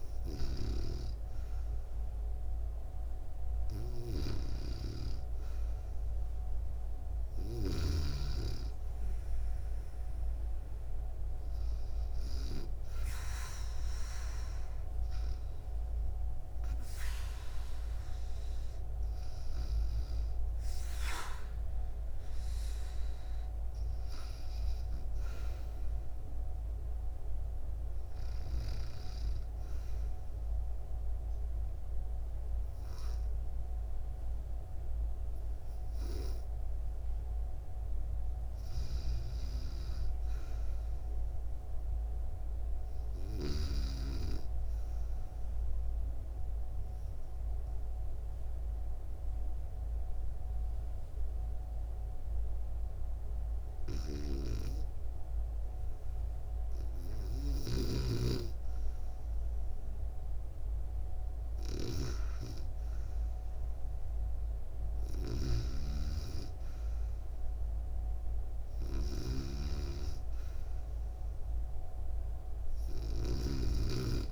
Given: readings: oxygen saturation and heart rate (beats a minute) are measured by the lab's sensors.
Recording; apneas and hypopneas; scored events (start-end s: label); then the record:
breathing in sleep by a room microphone; 1
13.00-18.00 s: arousal
44.50-58.00 s: obstructive apnea (oxygen 97% before, 93% lowest, heart rate 74 before, 69 extreme, up 3 after)
61.00-65.00 s: arousal
62.50-74.32 s: oxygen desaturation (device-marked, oxygen 96% before, 93% lowest, heart rate 71 before, 69 extreme)
69.00-73.00 s: snoring (device-marked)
From the record:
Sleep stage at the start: REM sleep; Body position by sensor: on the back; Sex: female